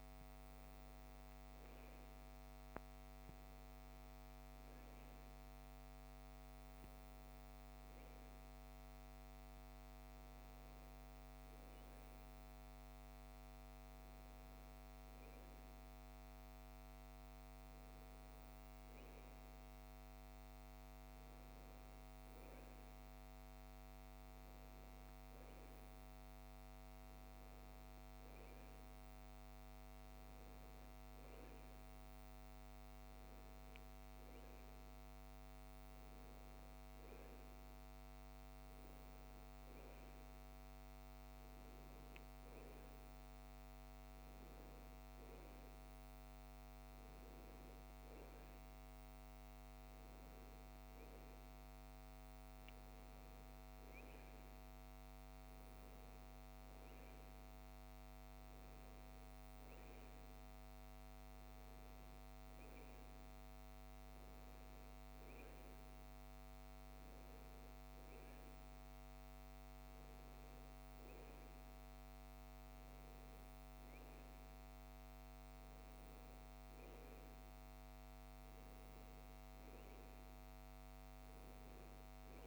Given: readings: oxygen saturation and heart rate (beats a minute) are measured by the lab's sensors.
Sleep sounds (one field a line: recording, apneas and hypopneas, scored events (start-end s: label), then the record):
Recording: breathing in sleep, hard to hear, by a microphone on the trachea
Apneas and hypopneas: none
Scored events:
none scored
From the record:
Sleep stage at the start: N1 (lightest sleep)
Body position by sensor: on the right side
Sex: female